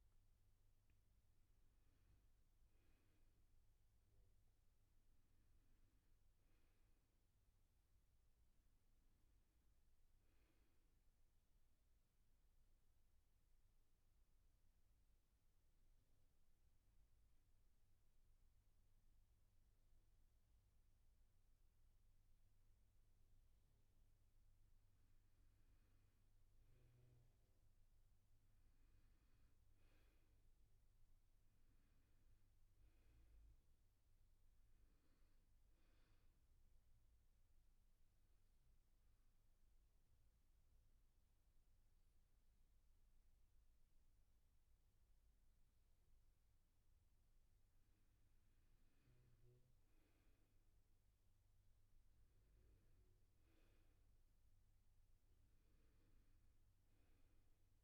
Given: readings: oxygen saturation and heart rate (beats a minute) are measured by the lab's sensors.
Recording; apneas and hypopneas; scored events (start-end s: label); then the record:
breathing in sleep, hard to hear, by a room microphone; 2
0.00-1.00 s: oxygen desaturation (device-marked, oxygen 94% lowest, heart rate 61 extreme)
10.00-57.84 s: new sleep stage, N2 (light sleep)
12.00-23.50 s: obstructive apnea (oxygen 98% before, 91% lowest, heart rate 73 before, 61 extreme, up 7 after)
26.00-30.00 s: arousal
31.00-45.00 s: oxygen desaturation (device-marked, oxygen 98% before, 91% lowest, heart rate 66 before, 66 extreme)
36.00-47.00 s: obstructive apnea (oxygen 98% before, 91% lowest, heart rate 65 before, 66 extreme, up 7 after)
48.50-52.00 s: arousal
54.00-57.84 s: oxygen desaturation (device-marked, oxygen 98% before, 93% lowest, heart rate 69 before, 63 extreme)
From the record:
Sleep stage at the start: N1 (lightest sleep); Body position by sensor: on the back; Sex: male